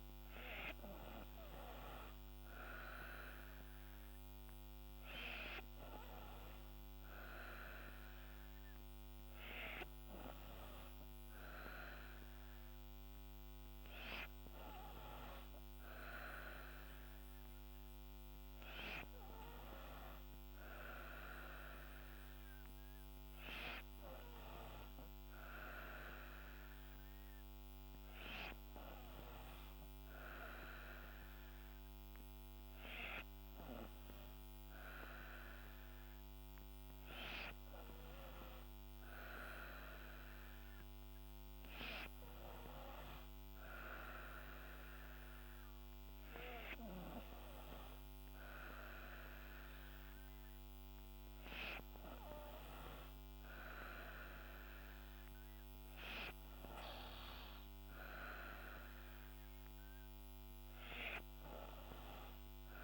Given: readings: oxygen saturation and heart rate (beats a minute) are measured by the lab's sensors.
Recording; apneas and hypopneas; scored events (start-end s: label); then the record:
breathing in sleep by a microphone on the trachea; none
none scored
From the record:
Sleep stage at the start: N3 (deep sleep); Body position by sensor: on the back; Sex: female